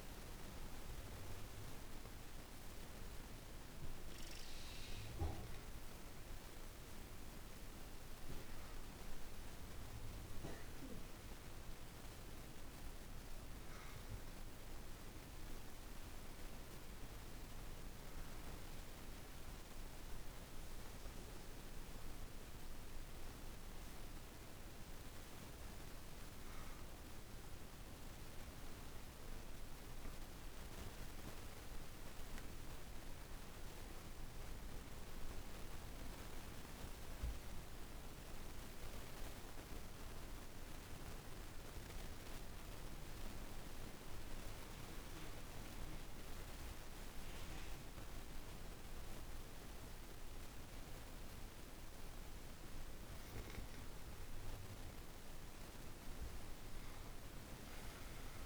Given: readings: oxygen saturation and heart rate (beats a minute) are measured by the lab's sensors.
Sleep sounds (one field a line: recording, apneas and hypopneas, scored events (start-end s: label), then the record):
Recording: breathing in sleep, hard to hear, by a room microphone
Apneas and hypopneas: 1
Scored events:
0.00-20.00 s: oxygen desaturation (device-marked, oxygen 88% lowest, heart rate 47 extreme)
22.00-26.00 s: arousal
29.00-47.50 s: obstructive apnea (oxygen 96% before, 88% lowest, heart rate 54 before, 49 extreme, up 16 after)
47.00-58.46 s: oxygen desaturation (device-marked, oxygen 98% before, 88% lowest, heart rate 52 before, 49 extreme)
52.00-55.50 s: arousal
From the record:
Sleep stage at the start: N2 (light sleep)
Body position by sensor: on the back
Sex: female